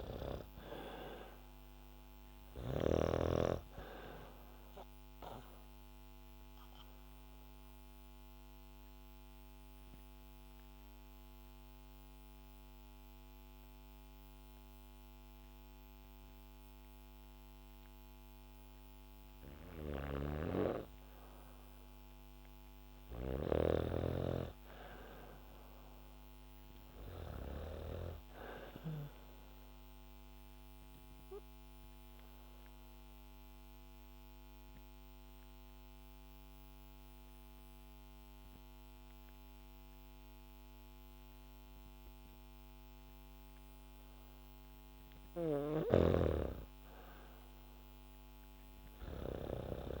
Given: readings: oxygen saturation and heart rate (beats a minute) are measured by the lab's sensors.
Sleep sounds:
breathing in sleep by a microphone on the trachea; 2
0.00-2.50 s: snoring (device-marked)
1.00-20.00 s: oxygen desaturation (device-marked, oxygen 99% before, 93% lowest, heart rate 66 before, 62 extreme)
4.50-18.00 s: mixed apnea (oxygen 99% before, 93% lowest, heart rate 67 before, 62 extreme, up 5 after)
19.50-27.50 s: snoring (device-marked)
22.00-26.00 s: arousal
30.00-45.00 s: obstructive apnea (oxygen 99% before, 95% lowest, heart rate 68 before, 62 extreme, up 7 after)
45.00-49.50 s: snoring (device-marked)
47.00-50.00 s: arousal
From the record:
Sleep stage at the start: N2 (light sleep); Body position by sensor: on the back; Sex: female

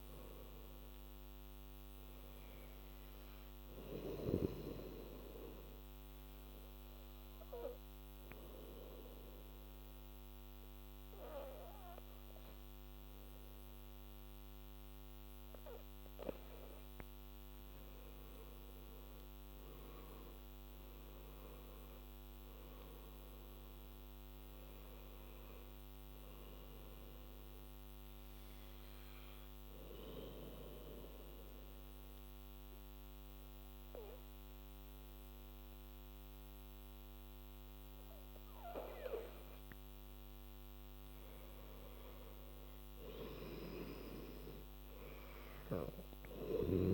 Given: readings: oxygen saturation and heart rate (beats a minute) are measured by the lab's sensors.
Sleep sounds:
breathing in sleep by a microphone on the trachea; 2
5.00-12.00 s: oxygen desaturation (device-marked, oxygen 97% before, 94% lowest, heart rate 81 before, 72 extreme)
5.50-17.00 s: obstructive apnea (oxygen 97% before, 89% lowest, heart rate 81 before, 72 extreme, up 11 after)
19.00-23.00 s: arousal
19.00-39.00 s: oxygen desaturation (device-marked, oxygen 97% before, 89% lowest, heart rate 78 before, 70 extreme)
29.00-40.00 s: obstructive apnea (oxygen 97% before, 89% lowest, heart rate 79 before, 70 extreme, up 14 after)
42.50-46.50 s: arousal
From the record:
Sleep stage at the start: N2 (light sleep); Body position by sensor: on the back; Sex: female

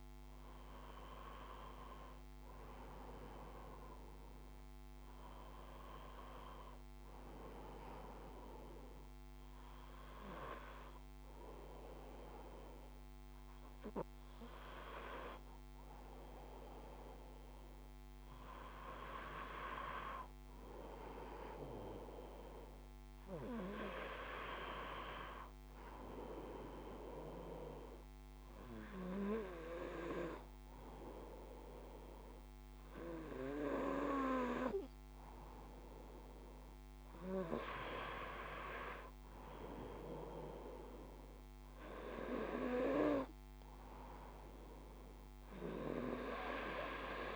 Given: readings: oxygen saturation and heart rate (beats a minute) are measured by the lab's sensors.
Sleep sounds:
breathing in sleep by a microphone on the trachea; none
none scored
From the record:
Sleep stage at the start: N2 (light sleep); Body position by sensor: on the front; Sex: male

